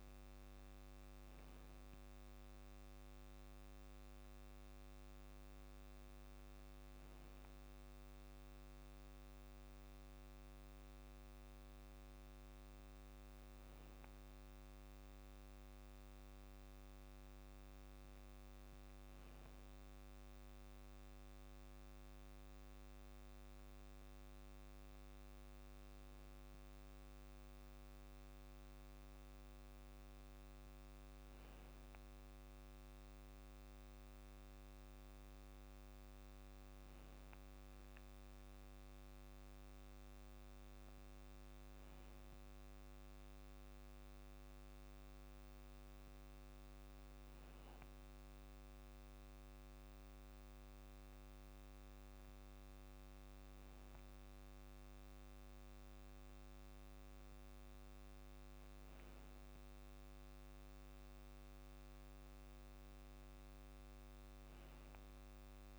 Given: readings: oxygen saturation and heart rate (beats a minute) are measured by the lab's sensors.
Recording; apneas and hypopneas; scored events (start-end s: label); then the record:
breathing in sleep, hard to hear, by a microphone on the trachea; none
none scored
From the record:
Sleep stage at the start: REM sleep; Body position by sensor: on the back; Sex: male